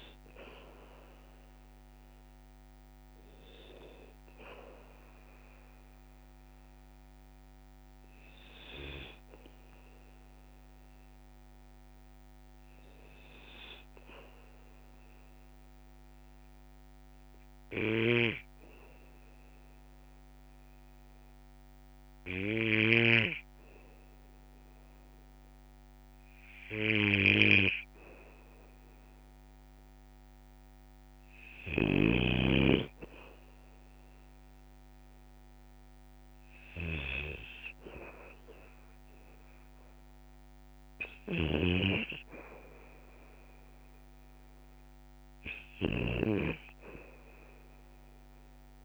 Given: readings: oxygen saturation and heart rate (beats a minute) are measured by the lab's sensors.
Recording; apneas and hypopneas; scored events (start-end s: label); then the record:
breathing in sleep by a microphone on the trachea; 1
14.00-25.50 s: obstructive apnea (oxygen 98% before, 94% lowest, heart rate 55 before, 56 extreme, up 3 after)
17.50-23.00 s: snoring (device-marked)
28.00-32.00 s: arousal
31.50-48.85 s: snoring (device-marked)
38.50-48.85 s: oxygen desaturation (device-marked, oxygen 98% before, 95% lowest, heart rate 57 before, 54 extreme)
From the record:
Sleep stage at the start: N2 (light sleep); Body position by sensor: on the back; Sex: male